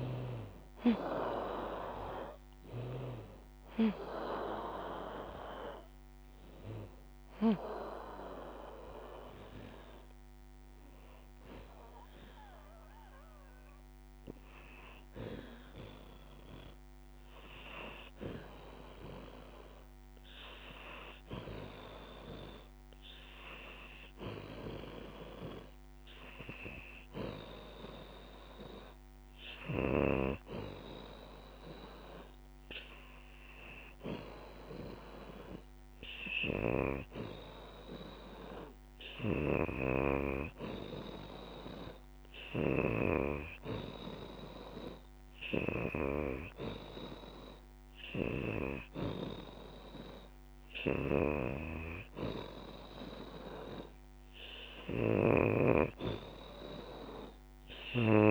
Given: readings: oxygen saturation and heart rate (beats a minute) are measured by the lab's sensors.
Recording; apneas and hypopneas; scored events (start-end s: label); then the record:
breathing in sleep by a microphone on the trachea; 1
0.00-1.50 s: arousal
0.00-12.00 s: drop in pulse transit time (device-marked, heart rate 79 extreme)
0.00-21.00 s: oxygen desaturation (device-marked, oxygen 85% lowest, heart rate 68 extreme)
9.50-50.50 s: hypopnea (oxygen 92% before, 85% lowest, heart rate 82 before, 68 extreme, up 6 after)
27.00-53.00 s: oxygen desaturation (device-marked, oxygen 95% before, 87% lowest, heart rate 75 before, 73 extreme)
51.00-55.00 s: arousal
54.00-58.31 s: drop in pulse transit time (device-marked, heart rate 79 before, 79 extreme)
From the record:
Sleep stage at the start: N2 (light sleep); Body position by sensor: on the back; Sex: female